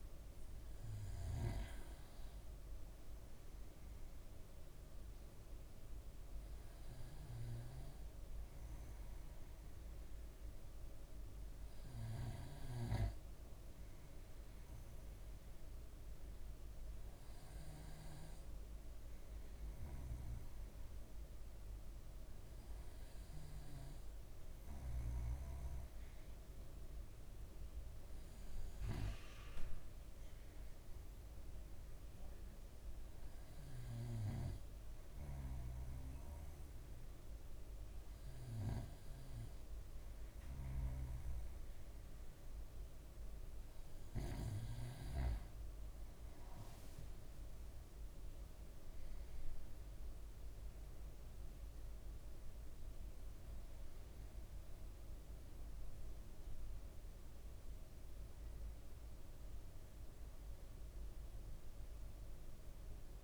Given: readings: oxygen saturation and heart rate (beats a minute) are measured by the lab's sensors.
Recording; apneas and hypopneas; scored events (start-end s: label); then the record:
breathing in sleep by a room microphone; none
46.00-47.50 s: leg movement (device-marked)
From the record:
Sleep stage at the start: N2 (light sleep); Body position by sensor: on the right side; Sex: male